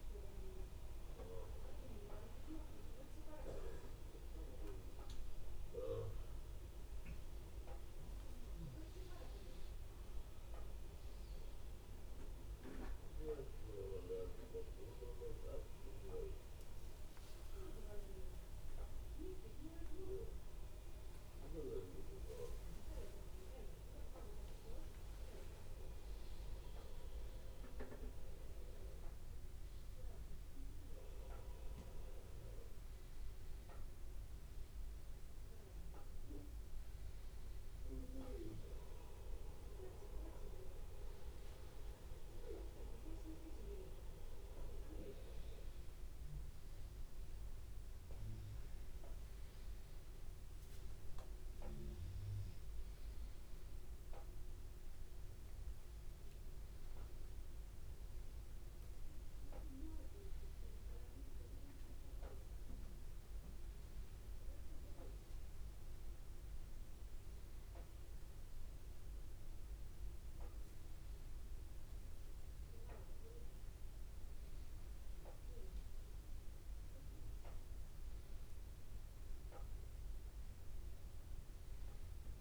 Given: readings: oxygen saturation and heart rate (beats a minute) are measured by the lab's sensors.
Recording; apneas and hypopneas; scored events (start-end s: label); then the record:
breathing in sleep by a room microphone; none
25.00-27.00 s: long interval between heartbeats (device-marked, heart rate 99 before, 108 extreme)
54.00-82.41 s: new sleep stage, N2 (light sleep)
80.50-82.41 s: long interval between heartbeats (device-marked, heart rate 100 before, 100 extreme)
From the record:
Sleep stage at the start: N1 (lightest sleep); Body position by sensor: upright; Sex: male